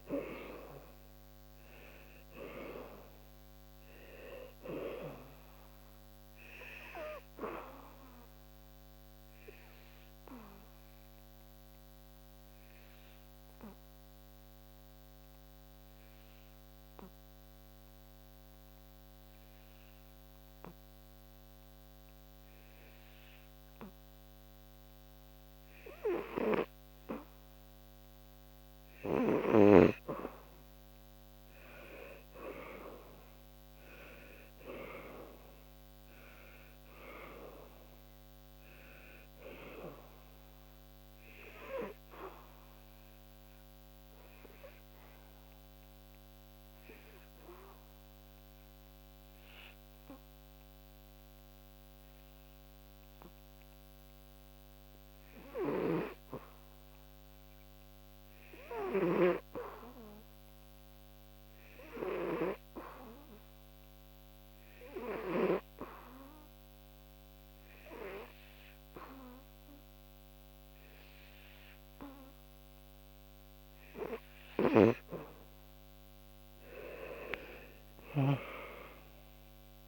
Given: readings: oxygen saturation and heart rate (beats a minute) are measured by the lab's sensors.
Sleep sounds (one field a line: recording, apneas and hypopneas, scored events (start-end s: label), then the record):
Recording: breathing in sleep by a microphone on the trachea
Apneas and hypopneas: 2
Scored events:
0.00-7.50 s: oxygen desaturation (device-marked, oxygen 89% lowest, heart rate 71 extreme)
8.50-27.50 s: obstructive apnea (oxygen 93% before, 87% lowest, heart rate 76 before, 71 extreme, up 6 after)
27.50-56.50 s: oxygen desaturation (device-marked, oxygen 98% before, 87% lowest, heart rate 75 before, 66 extreme)
29.00-32.50 s: arousal
41.50-74.50 s: obstructive apnea (oxygen 98% before, 86% lowest, heart rate 75 before, 66 extreme, up 15 after)
67.50-79.88 s: oxygen desaturation (device-marked, oxygen 98% before, 87% lowest, heart rate 76 before, 69 extreme)
76.50-79.88 s: arousal
From the record:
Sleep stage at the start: N2 (light sleep)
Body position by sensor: on the back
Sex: male